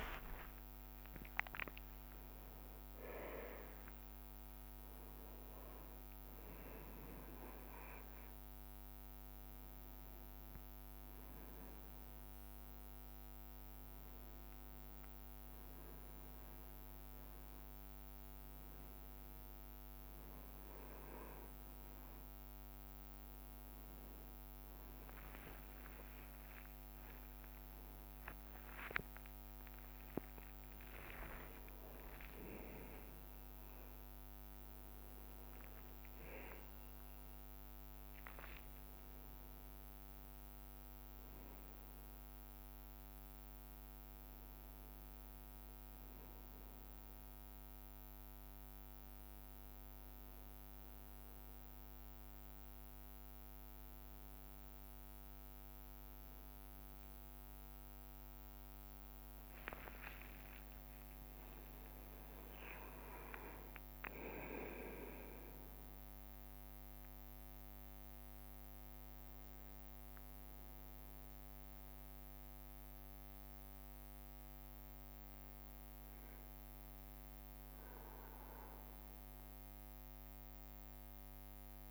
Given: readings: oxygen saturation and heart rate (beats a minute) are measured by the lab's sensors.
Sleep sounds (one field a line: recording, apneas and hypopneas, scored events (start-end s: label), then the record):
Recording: a person awake in a sleep study, by a microphone on the trachea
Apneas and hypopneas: none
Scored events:
1.50-3.50 s: long interval between heartbeats (device-marked)
2.50-12.50 s: bradycardia (device-marked, heart rate 60 before, 34 extreme)
9.00-18.50 s: leg movement (device-marked)
12.50-14.50 s: drop in pulse transit time (device-marked, heart rate 43 before, 51 extreme)
21.50-29.50 s: leg movement (device-marked)
25.50-27.50 s: long interval between heartbeats (device-marked, heart rate 56 before, 65 extreme)
28.50-72.50 s: tachycardia (device-marked, heart rate 59 before, 216 extreme)
29.50-42.50 s: drop in pulse transit time (device-marked, heart rate 58 before, 75 extreme)
30.00-32.00 s: long interval between heartbeats (device-marked, heart rate 58 before, 75 extreme)
31.50-38.00 s: leg movement (device-marked)
36.50-38.50 s: long interval between heartbeats (device-marked, heart rate 87 before, 198 extreme)
39.50-41.50 s: long interval between heartbeats (device-marked, heart rate 109 before, 199 extreme)
40.00-45.00 s: leg movement (device-marked)
42.00-44.00 s: long interval between heartbeats (device-marked, heart rate 124 before, 200 extreme)
45.00-47.00 s: long interval between heartbeats (device-marked, heart rate 143 before, 171 extreme)
45.00-51.50 s: leg movement (device-marked)
47.50-49.50 s: long interval between heartbeats (device-marked, heart rate 160 before, 176 extreme)
50.50-52.50 s: long interval between heartbeats (device-marked, heart rate 177 before, 162 extreme)
52.50-59.50 s: leg movement (device-marked)
54.50-56.50 s: long interval between heartbeats (device-marked, heart rate 188 before, 167 extreme)
56.50-58.50 s: long interval between heartbeats (device-marked, heart rate 184 before, 162 extreme)
58.50-64.50 s: drop in pulse transit time (device-marked, heart rate 180 before, 151 extreme)
59.00-61.00 s: long interval between heartbeats (device-marked, heart rate 180 before, 182 extreme)
62.00-64.00 s: long interval between heartbeats (device-marked, heart rate 174 before, 158 extreme)
63.00-68.50 s: leg movement (device-marked)
66.50-81.91 s: new sleep stage, N1 (lightest sleep)
70.50-76.50 s: leg movement (device-marked)
72.50-81.91 s: bradycardia (device-marked)
76.00-78.00 s: long interval between heartbeats (device-marked)
77.00-81.91 s: leg movement (device-marked)
From the record:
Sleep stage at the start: awake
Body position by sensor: on the back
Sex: male